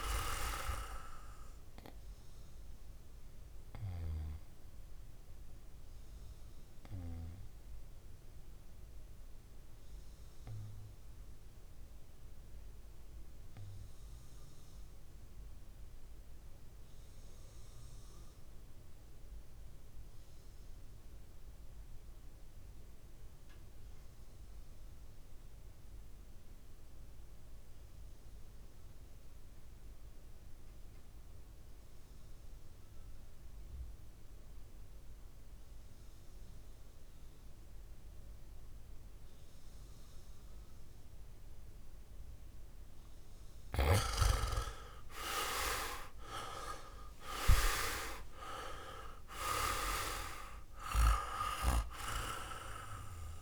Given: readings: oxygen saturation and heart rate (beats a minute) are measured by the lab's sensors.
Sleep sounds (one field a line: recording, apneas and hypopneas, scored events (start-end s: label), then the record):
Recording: breathing in sleep by a room microphone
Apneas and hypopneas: 1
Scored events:
0.00-19.00 s: oxygen desaturation (device-marked, oxygen 82% lowest, heart rate 53 extreme)
4.00-43.00 s: obstructive apnea (oxygen 100% before, 82% lowest, heart rate 60 before, 53 extreme, up 18 after)
44.00-48.00 s: arousal
44.00-53.41 s: oxygen desaturation (device-marked, oxygen 96% before, 83% lowest, heart rate 55 before, 54 extreme)
From the record:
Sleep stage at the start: REM sleep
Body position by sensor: on the back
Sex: male